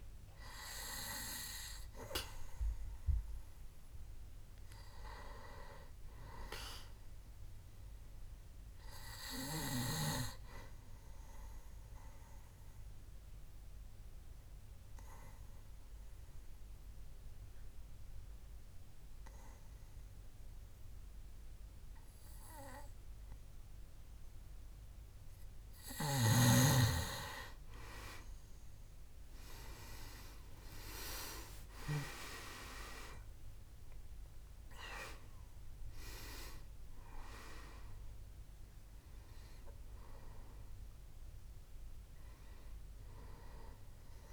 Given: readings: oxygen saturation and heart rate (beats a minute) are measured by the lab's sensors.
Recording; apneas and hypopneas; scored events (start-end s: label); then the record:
breathing in sleep by a room microphone; 1
0.00-15.50 s: oxygen desaturation (device-marked, oxygen 90% lowest, heart rate 63 extreme)
6.00-9.00 s: arousal
11.50-26.00 s: obstructive apnea (oxygen 97% before, 89% lowest, heart rate 68 before, 62 extreme, up 11 after)
30.00-35.00 s: arousal
35.50-44.33 s: oxygen desaturation (device-marked, oxygen 98% before, 89% lowest, heart rate 67 before, 62 extreme)
From the record:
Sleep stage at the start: N2 (light sleep); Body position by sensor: on the back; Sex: male